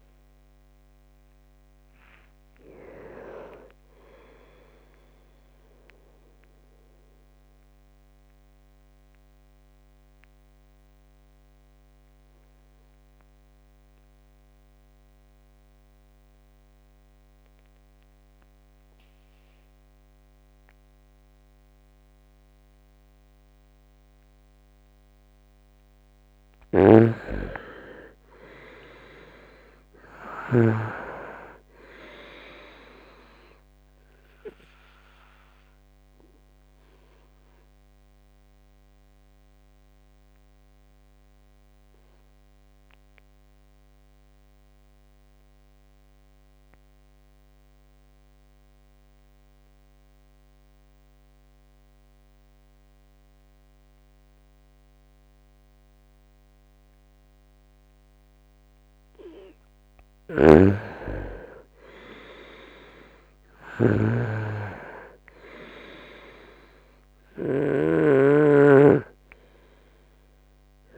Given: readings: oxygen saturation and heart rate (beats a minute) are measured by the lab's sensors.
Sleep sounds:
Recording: breathing in sleep by a microphone on the trachea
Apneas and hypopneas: 2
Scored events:
0.00-4.00 s: arousal
0.00-20.00 s: oxygen desaturation (device-marked, oxygen 89% lowest, heart rate 67 extreme)
0.50-2.50 s: long interval between heartbeats (device-marked, heart rate 70 before, 81 extreme)
8.50-25.50 s: mixed apnea (oxygen 98% before, 87% lowest, heart rate 78 before, 67 extreme, up 2 after)
26.50-30.50 s: snoring (device-marked)
27.00-50.00 s: oxygen desaturation (device-marked, oxygen 98% before, 87% lowest, heart rate 71 before, 67 extreme)
27.50-31.00 s: arousal
35.50-57.50 s: obstructive apnea (oxygen 98% before, 87% lowest, heart rate 71 before, 67 extreme, up 3 after)
60.00-63.50 s: arousal
60.00-68.00 s: snoring (device-marked)
62.00-70.98 s: oxygen desaturation (device-marked, oxygen 98% before, 88% lowest, heart rate 69 before, 63 extreme)
From the record:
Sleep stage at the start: N2 (light sleep)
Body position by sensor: on the right side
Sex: male

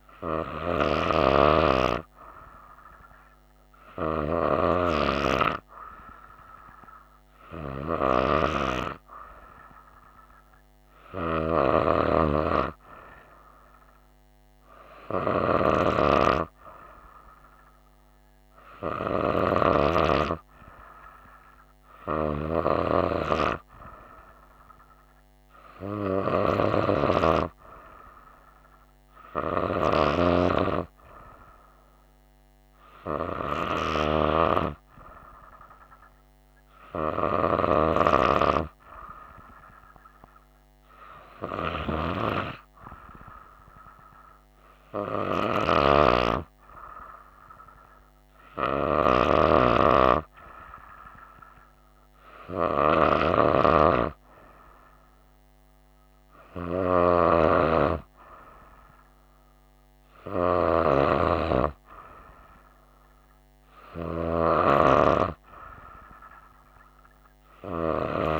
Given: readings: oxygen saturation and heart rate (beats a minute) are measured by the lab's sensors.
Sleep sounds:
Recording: breathing in sleep by a microphone on the trachea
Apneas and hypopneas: none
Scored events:
none scored
From the record:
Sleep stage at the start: N2 (light sleep)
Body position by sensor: on the right side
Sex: female

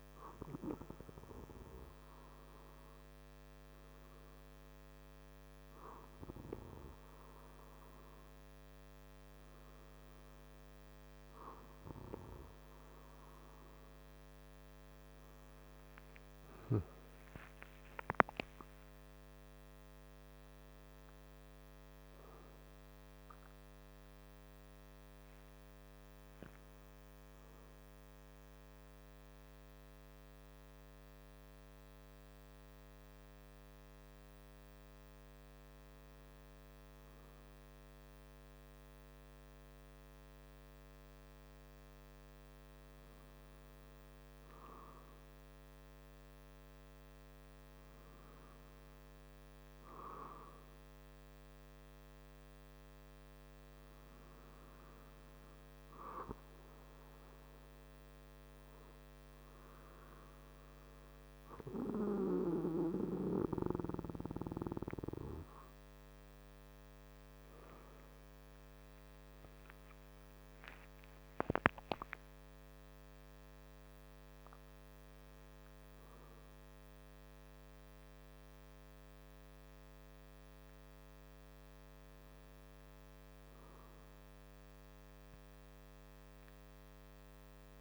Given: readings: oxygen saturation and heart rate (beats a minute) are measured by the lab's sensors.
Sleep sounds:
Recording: breathing in sleep by a microphone on the trachea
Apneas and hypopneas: none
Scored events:
16.00-19.50 s: arousal
69.00-72.50 s: arousal
From the record:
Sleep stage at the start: N2 (light sleep)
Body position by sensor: on the back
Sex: male

